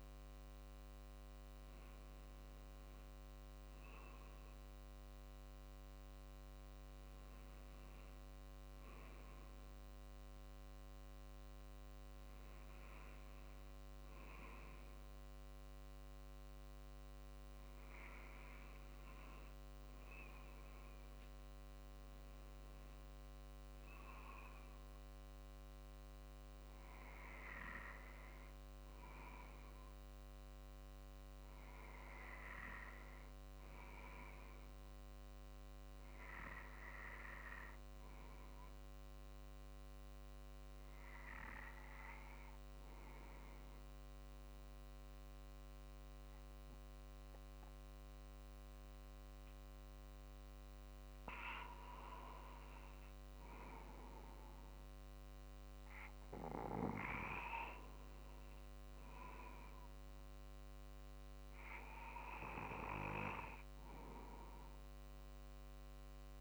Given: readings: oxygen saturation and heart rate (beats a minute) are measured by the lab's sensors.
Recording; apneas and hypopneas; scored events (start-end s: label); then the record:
breathing in sleep by a microphone on the trachea; 1
0.00-6.00 s: drop in pulse transit time (device-marked, heart rate 49 extreme)
37.00-51.00 s: obstructive apnea (oxygen 95% before, 94% lowest, heart rate 49 before, 47 extreme, up 3 after)
53.00-56.50 s: arousal
57.00-66.41 s: drop in pulse transit time (device-marked, heart rate 48 before, 47 extreme)
From the record:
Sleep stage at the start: N2 (light sleep); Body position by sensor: on the right side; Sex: male